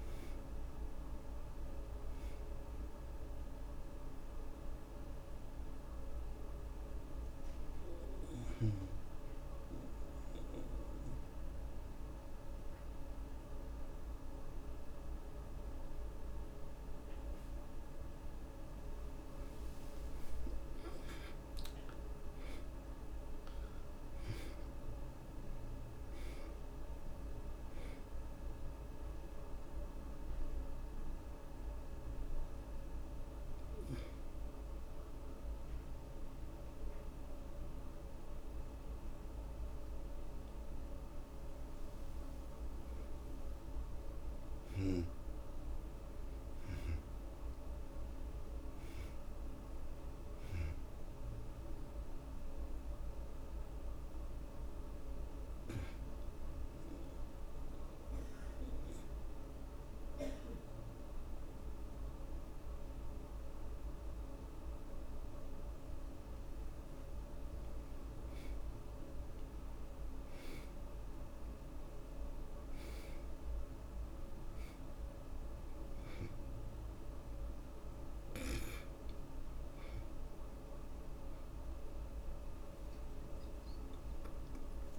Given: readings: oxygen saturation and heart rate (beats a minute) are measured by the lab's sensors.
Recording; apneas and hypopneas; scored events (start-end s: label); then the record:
breathing in sleep, hard to hear, by a room microphone; 3
0.00-18.00 s: oxygen desaturation (device-marked, oxygen 73% lowest, heart rate 55 extreme)
5.50-19.00 s: obstructive apnea (oxygen 92% before, 73% lowest, heart rate 110 before, 55 extreme, up 0 after)
20.50-25.50 s: arousal
30.00-42.50 s: obstructive apnea (oxygen 94% before, 74% lowest, heart rate 82 before, 55 extreme, up 16 after)
32.00-46.00 s: oxygen desaturation (device-marked, oxygen 94% before, 75% lowest, heart rate 79 before, 55 extreme)
43.00-73.00 s: new sleep stage, N1 (lightest sleep)
43.50-48.00 s: arousal
48.00-68.00 s: oxygen desaturation (device-marked, oxygen 91% before, 76% lowest, heart rate 63 before, 60 extreme)
54.00-67.00 s: obstructive apnea (oxygen 93% before, 74% lowest, heart rate 63 before, 60 extreme, up 7 after)
70.00-84.99 s: oxygen desaturation (device-marked, oxygen 92% before, 74% lowest, heart rate 66 before, 60 extreme)
73.00-84.99 s: new sleep stage, awake
From the record:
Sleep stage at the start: N2 (light sleep); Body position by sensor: on the back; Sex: male